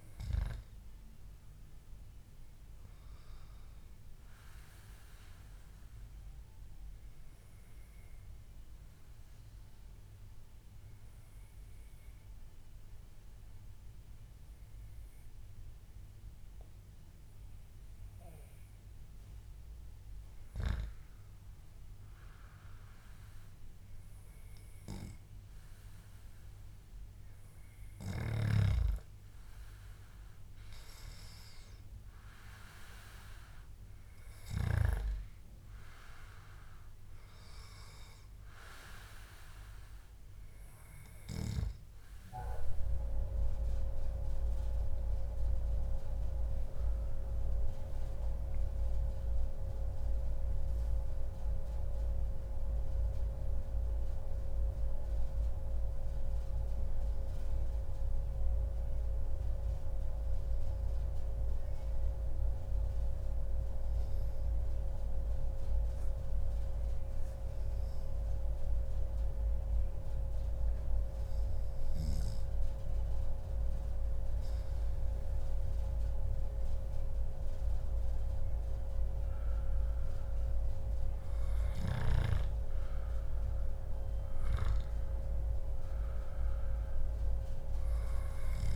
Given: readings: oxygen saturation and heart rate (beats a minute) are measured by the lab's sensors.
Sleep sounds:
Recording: breathing in sleep by a room microphone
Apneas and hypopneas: 2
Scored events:
3.00-19.00 s: obstructive apnea (oxygen 97% before, 92% lowest, heart rate 144 before, 106 extreme, up 0 after)
21.00-24.50 s: arousal
23.00-25.00 s: long interval between heartbeats (device-marked, heart rate 145 before, 134 extreme)
25.50-27.50 s: long interval between heartbeats (device-marked, heart rate 144 before, 114 extreme)
45.00-47.00 s: long interval between heartbeats (device-marked, heart rate 133 before, 116 extreme)
62.00-74.00 s: obstructive apnea (oxygen 94% before, 93% lowest, heart rate 137 before, 105 extreme, up 1 after)
76.00-80.00 s: arousal
79.00-81.00 s: long interval between heartbeats (device-marked, heart rate 145 before, 132 extreme)
From the record:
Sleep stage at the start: N2 (light sleep)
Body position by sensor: on the back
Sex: male

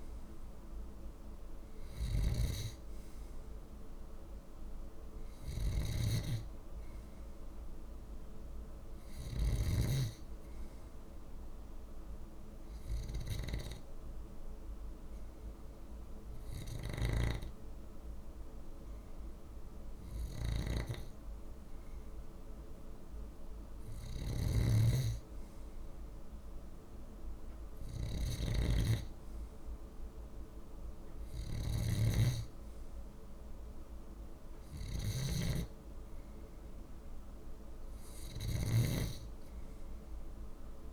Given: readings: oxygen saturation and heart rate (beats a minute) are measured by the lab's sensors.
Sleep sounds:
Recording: breathing in sleep by a room microphone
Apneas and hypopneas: 1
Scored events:
0.00-9.50 s: snoring (device-marked)
1.50-5.00 s: arousal
10.50-21.50 s: hypopnea (oxygen 96% before, 95% lowest, heart rate 49 before, 44 extreme, up 1 after)
16.50-40.93 s: snoring (device-marked)
23.50-27.00 s: arousal
From the record:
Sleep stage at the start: N2 (light sleep)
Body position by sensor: on the left side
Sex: male

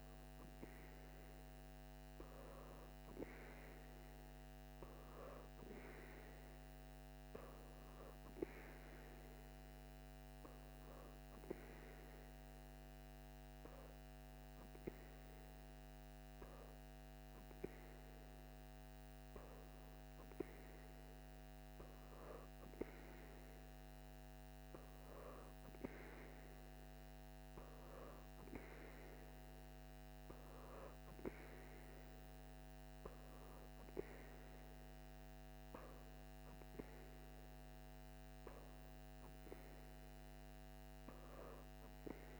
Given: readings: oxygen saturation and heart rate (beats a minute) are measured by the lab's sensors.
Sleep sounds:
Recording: breathing in sleep by a microphone on the trachea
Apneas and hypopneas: none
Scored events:
none scored
From the record:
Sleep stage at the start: N3 (deep sleep)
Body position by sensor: on the back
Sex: female

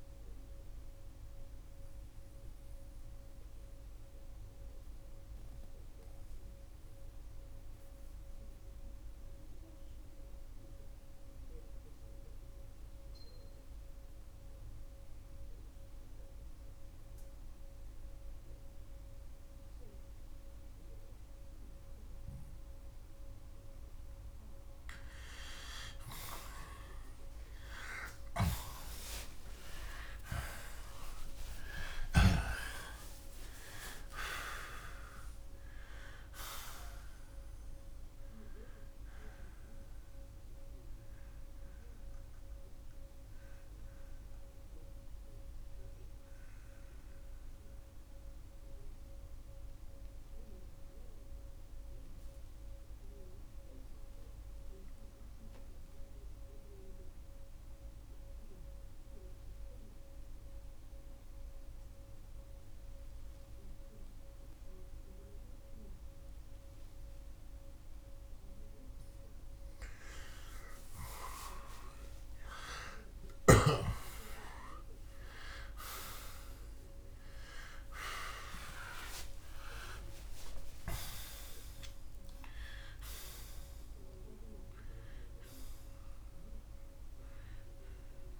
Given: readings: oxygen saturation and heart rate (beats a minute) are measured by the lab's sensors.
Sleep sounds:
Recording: breathing in sleep by a room microphone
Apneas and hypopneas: 2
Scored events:
2.00-26.00 s: mixed apnea (oxygen 88% before, 81% lowest, heart rate 98 before, 65 extreme, up 48 after)
3.00-29.00 s: oxygen desaturation (device-marked, oxygen 88% before, 81% lowest, heart rate 96 before, 60 extreme)
28.00-34.00 s: arousal
46.00-76.00 s: oxygen desaturation (device-marked, oxygen 93% before, 81% lowest, heart rate 97 before, 60 extreme)
47.50-70.00 s: mixed apnea (oxygen 94% before, 81% lowest, heart rate 96 before, 63 extreme, up 12 after)
71.50-76.00 s: arousal
From the record:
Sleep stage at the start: N2 (light sleep)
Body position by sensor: on the left side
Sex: male

